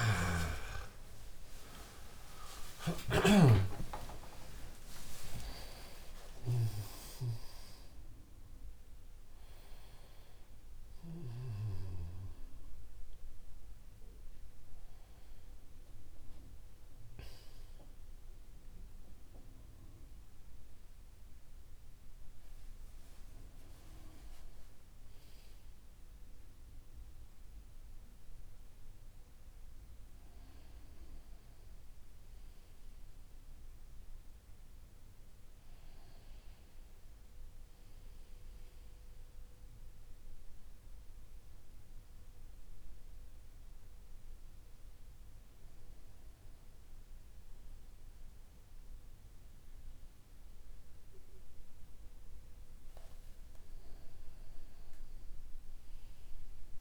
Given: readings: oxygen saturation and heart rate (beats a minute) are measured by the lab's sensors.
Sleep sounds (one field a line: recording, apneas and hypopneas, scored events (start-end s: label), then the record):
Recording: a person partly awake in a sleep study, by a room microphone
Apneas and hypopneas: none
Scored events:
0.00-4.00 s: oxygen desaturation (device-marked, oxygen 90% lowest)
0.00-11.00 s: snoring (device-marked)
14.00-23.00 s: oxygen desaturation (device-marked, oxygen 92% before, 88% lowest)
21.00-56.81 s: new sleep stage, N1 (lightest sleep)
From the record:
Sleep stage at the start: awake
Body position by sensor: on the back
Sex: male